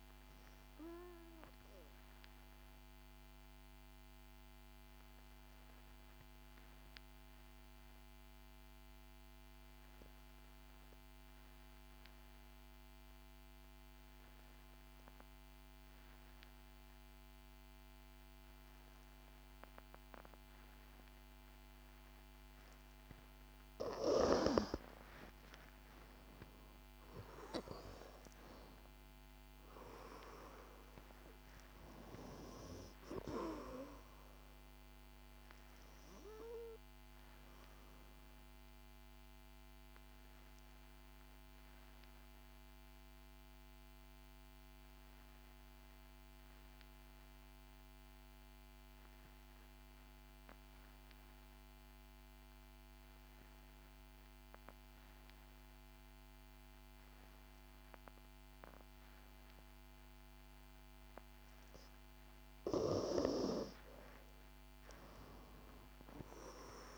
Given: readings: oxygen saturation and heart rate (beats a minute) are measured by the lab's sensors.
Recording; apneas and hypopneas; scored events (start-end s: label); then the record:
breathing in sleep by a microphone on the trachea; 2
2.50-23.50 s: obstructive apnea (oxygen 97% before, 89% lowest, heart rate 65 before, 55 extreme, up 13 after)
11.00-22.00 s: oxygen desaturation (device-marked, oxygen 94% before, 90% lowest, heart rate 63 before, 55 extreme)
25.00-29.00 s: arousal
32.00-59.00 s: oxygen desaturation (device-marked, oxygen 97% before, 89% lowest, heart rate 60 before, 53 extreme)
40.50-62.50 s: obstructive apnea (oxygen 97% before, 89% lowest, heart rate 64 before, 53 extreme, up 12 after)
65.00-66.98 s: arousal
From the record:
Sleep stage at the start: N2 (light sleep); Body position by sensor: on the back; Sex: female